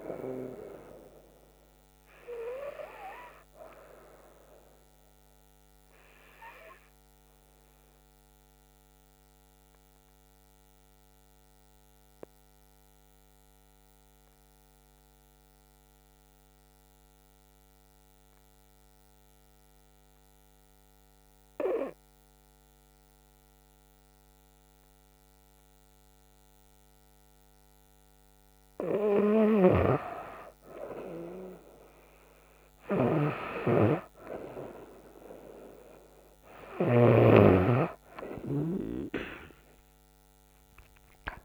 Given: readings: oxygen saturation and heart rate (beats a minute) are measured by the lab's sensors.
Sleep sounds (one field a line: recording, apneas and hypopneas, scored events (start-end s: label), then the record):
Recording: breathing in sleep by a microphone on the trachea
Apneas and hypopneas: 1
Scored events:
0.00-9.00 s: oxygen desaturation (device-marked, oxygen 93% lowest, heart rate 66 extreme)
9.00-28.00 s: obstructive apnea (oxygen 99% before, 92% lowest, heart rate 71 before, 66 extreme, up 6 after)
28.00-41.45 s: oxygen desaturation (device-marked, oxygen 97% before, 92% lowest, heart rate 68 before, 65 extreme)
30.00-33.00 s: arousal
From the record:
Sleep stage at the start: N2 (light sleep)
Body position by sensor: on the back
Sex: female